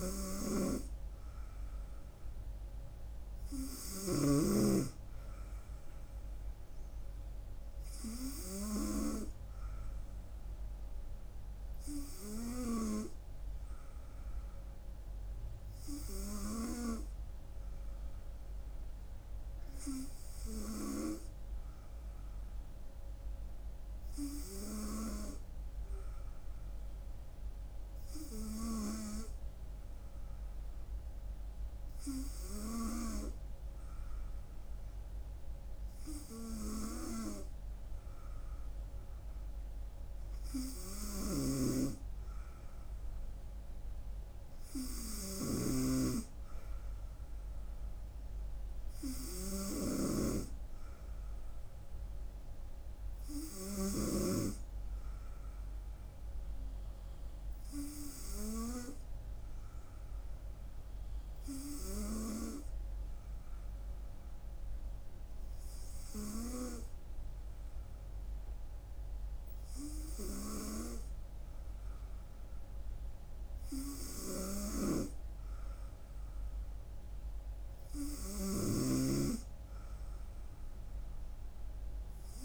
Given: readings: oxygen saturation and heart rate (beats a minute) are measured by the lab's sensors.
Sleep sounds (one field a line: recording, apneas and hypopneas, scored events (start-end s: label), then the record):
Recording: breathing in sleep by a room microphone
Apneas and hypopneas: none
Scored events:
none scored
From the record:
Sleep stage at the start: N3 (deep sleep)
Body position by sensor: on the right side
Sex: female